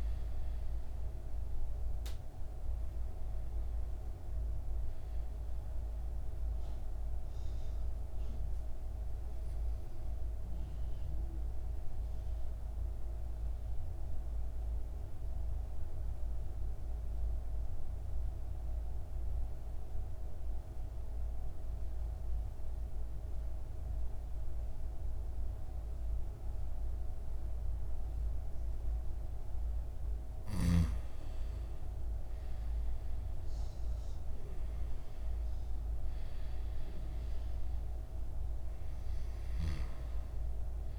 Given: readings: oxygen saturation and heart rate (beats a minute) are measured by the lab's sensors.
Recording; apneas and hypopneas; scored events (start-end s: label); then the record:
breathing in sleep, hard to hear, by a room microphone; 1
0.00-17.50 s: oxygen desaturation (device-marked, oxygen 92% lowest, heart rate 52 extreme)
7.00-28.50 s: obstructive apnea (oxygen 97% before, 92% lowest, heart rate 58 before, 51 extreme, up 10 after)
31.00-35.50 s: arousal
33.50-40.99 s: oxygen desaturation (device-marked, oxygen 98% before, 92% lowest, heart rate 54 before, 51 extreme)
From the record:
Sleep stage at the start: N2 (light sleep); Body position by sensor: on the back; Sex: male